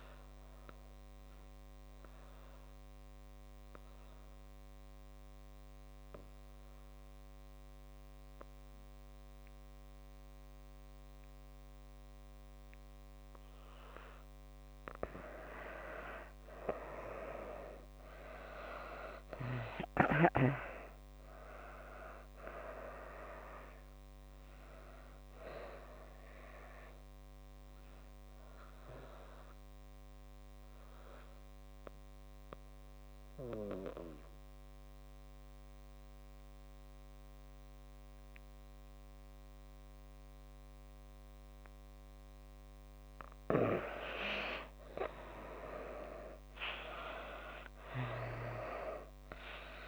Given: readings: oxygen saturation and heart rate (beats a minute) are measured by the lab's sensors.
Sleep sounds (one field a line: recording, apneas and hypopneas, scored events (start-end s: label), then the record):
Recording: breathing in sleep by a microphone on the trachea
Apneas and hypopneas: 2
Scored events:
0.00-14.50 s: oxygen desaturation (device-marked, oxygen 83% lowest)
1.00-15.50 s: mixed apnea (oxygen 95% before, 82% lowest)
19.00-22.00 s: arousal
19.50-41.50 s: oxygen desaturation (device-marked, oxygen 96% before, 83% lowest)
27.50-42.50 s: mixed apnea (oxygen 96% before, 82% lowest)
44.50-48.00 s: arousal
48.50-49.87 s: oxygen desaturation (device-marked, oxygen 96% before, 82% lowest)
From the record:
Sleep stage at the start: N2 (light sleep)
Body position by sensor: on the back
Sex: female